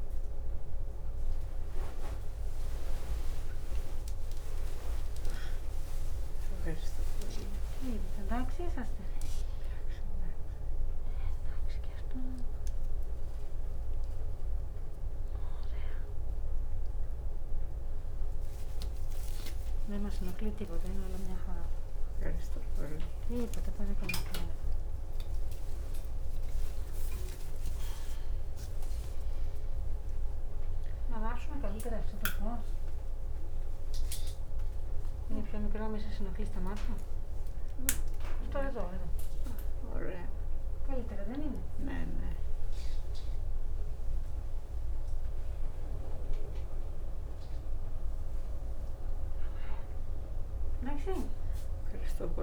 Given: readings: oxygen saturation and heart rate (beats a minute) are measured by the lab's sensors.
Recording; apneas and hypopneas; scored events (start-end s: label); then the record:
a person awake in a sleep study, by a room microphone; none
none scored
From the record:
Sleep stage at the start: awake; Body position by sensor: on the back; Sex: female